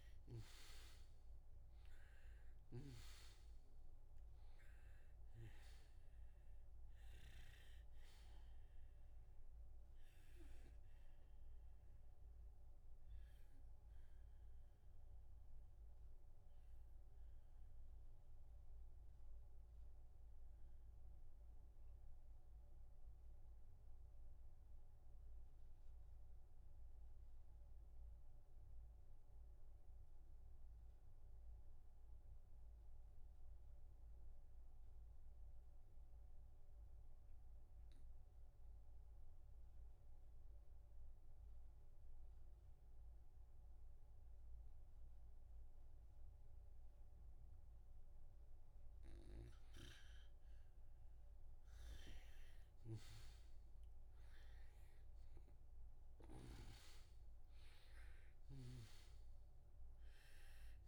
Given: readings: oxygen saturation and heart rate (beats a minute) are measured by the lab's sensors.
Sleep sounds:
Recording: breathing in sleep by a room microphone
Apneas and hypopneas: 1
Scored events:
0.00-5.00 s: arousal
5.50-28.50 s: oxygen desaturation (device-marked, oxygen 95% before, 89% lowest)
13.00-47.50 s: obstructive apnea (oxygen 97% before, 89% lowest)
48.50-60.88 s: oxygen desaturation (device-marked, oxygen 98% before, 89% lowest)
52.50-57.50 s: arousal
From the record:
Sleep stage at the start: REM sleep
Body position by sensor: on the back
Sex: male

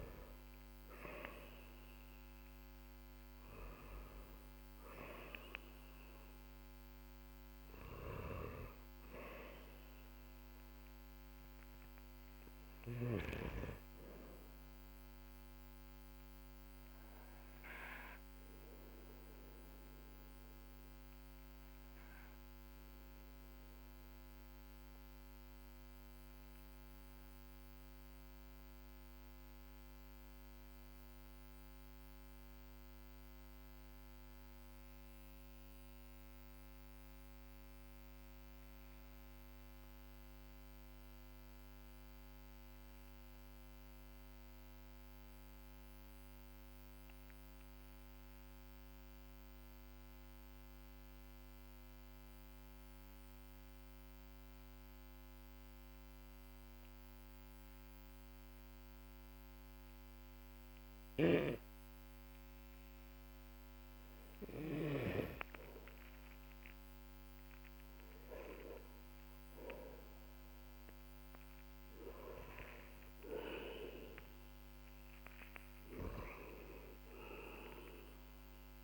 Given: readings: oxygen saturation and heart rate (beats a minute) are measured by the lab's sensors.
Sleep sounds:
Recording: breathing in sleep by a microphone on the trachea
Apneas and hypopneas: 1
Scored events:
0.00-30.00 s: oxygen desaturation (device-marked, oxygen 91% lowest, heart rate 43 extreme)
16.00-66.50 s: obstructive apnea (oxygen 98% before, 91% lowest, heart rate 50 before, 45 extreme, up 15 after)
52.00-78.84 s: oxygen desaturation (device-marked, oxygen 99% before, 91% lowest, heart rate 57 before, 42 extreme)
67.50-72.50 s: arousal
From the record:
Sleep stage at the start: N2 (light sleep)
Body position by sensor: on the back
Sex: male

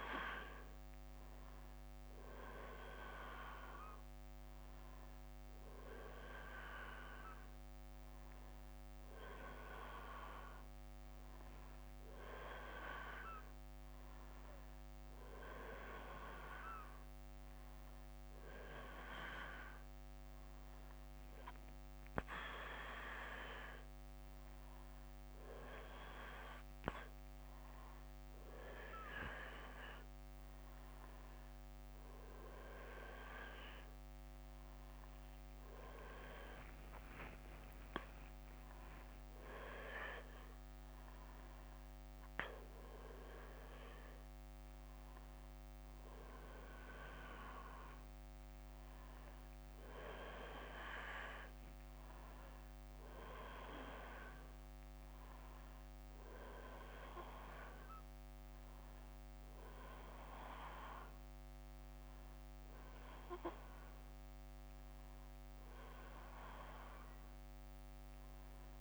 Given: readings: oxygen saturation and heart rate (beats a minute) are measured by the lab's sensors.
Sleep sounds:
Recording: breathing in sleep by a microphone on the trachea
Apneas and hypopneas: none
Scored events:
34.00-37.50 s: arousal
From the record:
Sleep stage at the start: N1 (lightest sleep)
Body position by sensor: on the back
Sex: male

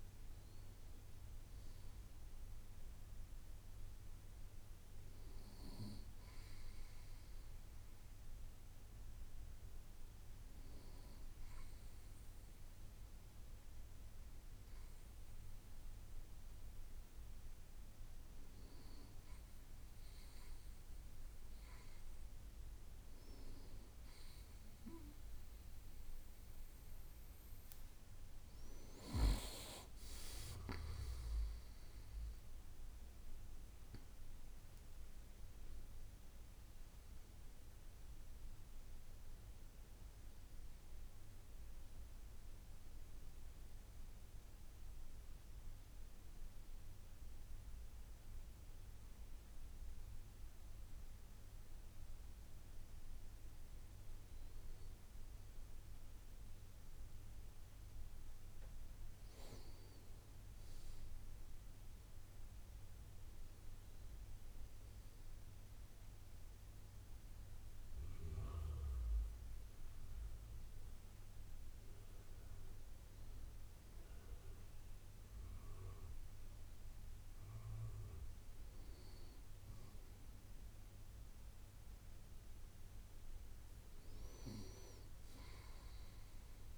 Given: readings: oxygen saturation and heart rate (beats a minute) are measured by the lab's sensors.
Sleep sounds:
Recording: breathing in sleep by a room microphone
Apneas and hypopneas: none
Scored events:
none scored
From the record:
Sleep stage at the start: N2 (light sleep)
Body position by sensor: on the right side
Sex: male

